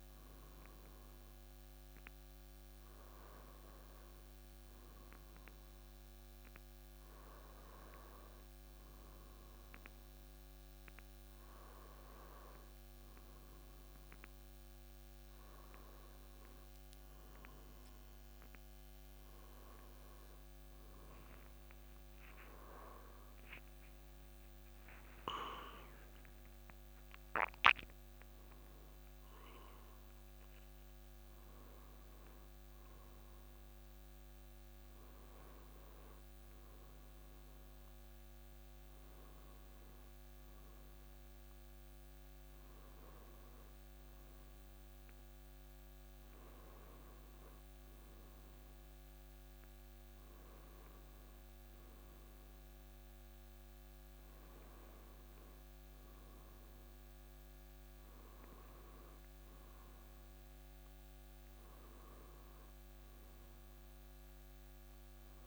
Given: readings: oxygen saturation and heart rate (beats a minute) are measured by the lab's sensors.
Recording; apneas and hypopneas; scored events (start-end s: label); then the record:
breathing in sleep, hard to hear, by a microphone on the trachea; none
22.50-27.50 s: arousal
From the record:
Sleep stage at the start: N1 (lightest sleep); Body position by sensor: on the back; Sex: male